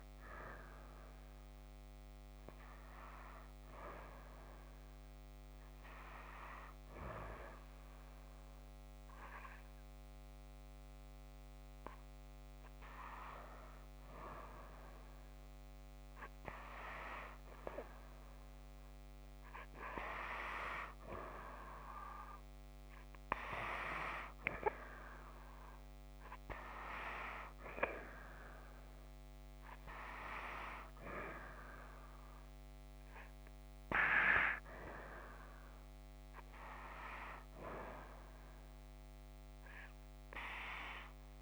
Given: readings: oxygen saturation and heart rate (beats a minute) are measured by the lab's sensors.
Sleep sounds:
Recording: breathing in sleep by a microphone on the trachea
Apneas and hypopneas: none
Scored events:
none scored
From the record:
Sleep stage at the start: N2 (light sleep)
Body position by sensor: on the back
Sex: female

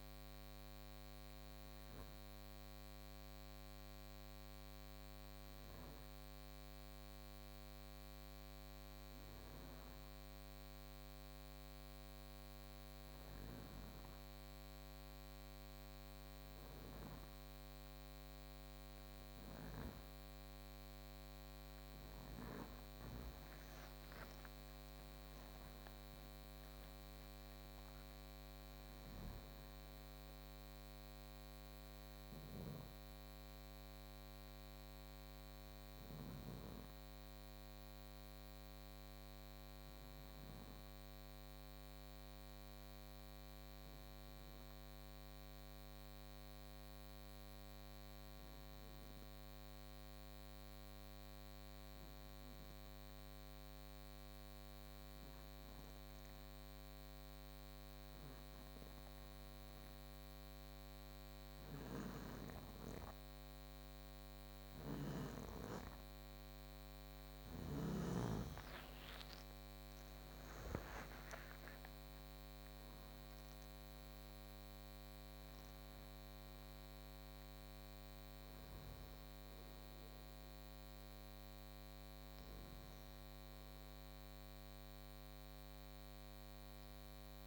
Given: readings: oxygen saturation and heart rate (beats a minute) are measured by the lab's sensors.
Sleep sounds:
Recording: breathing in sleep, hard to hear, by a microphone on the trachea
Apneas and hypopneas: 2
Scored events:
0.50-19.00 s: hypopnea (heart rate 88 before, 49 extreme, up 16 after)
19.00-22.50 s: snoring (device-marked)
23.50-28.00 s: arousal
28.50-32.50 s: snoring (device-marked)
36.50-64.00 s: obstructive apnea (heart rate 64 before, 49 extreme, up 19 after)
61.50-65.00 s: snoring (device-marked)
69.00-75.50 s: arousal
From the record:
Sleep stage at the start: N2 (light sleep)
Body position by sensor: on the back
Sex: male

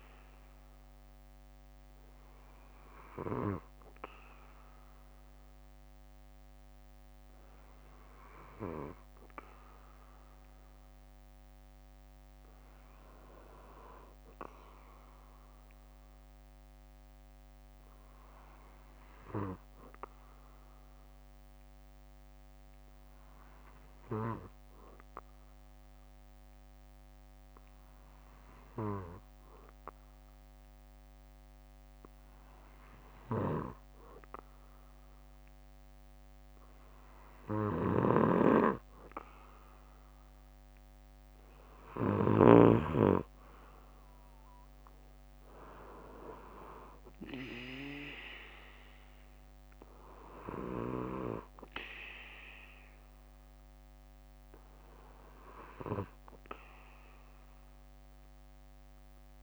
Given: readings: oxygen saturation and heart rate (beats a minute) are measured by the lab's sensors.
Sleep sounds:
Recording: breathing in sleep by a microphone on the trachea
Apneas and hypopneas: 1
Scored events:
4.00-7.00 s: bradycardia (device-marked, heart rate 60 before, 60 extreme)
8.00-10.00 s: bradycardia (device-marked, heart rate 60 before, 59 extreme)
11.50-14.50 s: arousal
18.00-34.00 s: hypopnea (oxygen 96% before, 93% lowest, heart rate 60 before, 56 extreme, up 5 after)
19.00-21.00 s: bradycardia (device-marked, heart rate 60 before, 61 extreme)
27.00-32.00 s: bradycardia (device-marked, heart rate 60 before, 58 extreme)
33.00-35.00 s: bradycardia (device-marked, heart rate 60 before, 58 extreme)
37.00-41.00 s: arousal
38.00-40.00 s: bradycardia (device-marked, heart rate 60 before, 60 extreme)
38.00-43.00 s: snoring (device-marked)
42.00-44.00 s: bradycardia (device-marked, heart rate 60 before, 57 extreme)
55.00-59.43 s: bradycardia (device-marked, heart rate 60 before, 47 extreme)
From the record:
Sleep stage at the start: N2 (light sleep)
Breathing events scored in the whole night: 241 in 4.6 hours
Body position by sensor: on the back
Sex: male

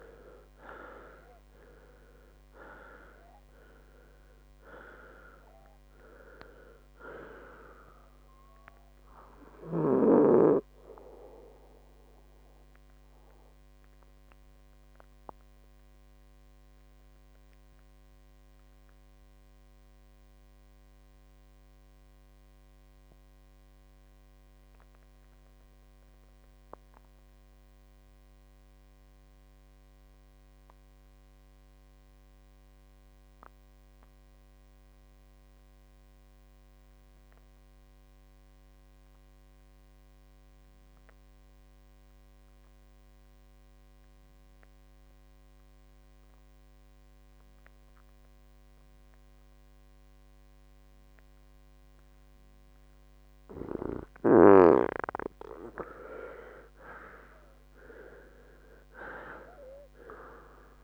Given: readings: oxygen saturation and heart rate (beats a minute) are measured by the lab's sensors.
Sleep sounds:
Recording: breathing in sleep by a microphone on the trachea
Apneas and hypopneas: 1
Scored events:
0.00-1.00 s: arousal
0.00-26.50 s: oxygen desaturation (device-marked, oxygen 83% lowest, heart rate 60 extreme)
13.50-55.50 s: mixed apnea (oxygen 94% before, 83% lowest, heart rate 75 before, 60 extreme, up 21 after)
42.50-60.84 s: oxygen desaturation (device-marked, oxygen 98% before, 85% lowest, heart rate 65 before, 63 extreme)
57.50-60.84 s: arousal
From the record:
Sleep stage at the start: N2 (light sleep)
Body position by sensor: on the right side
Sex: male

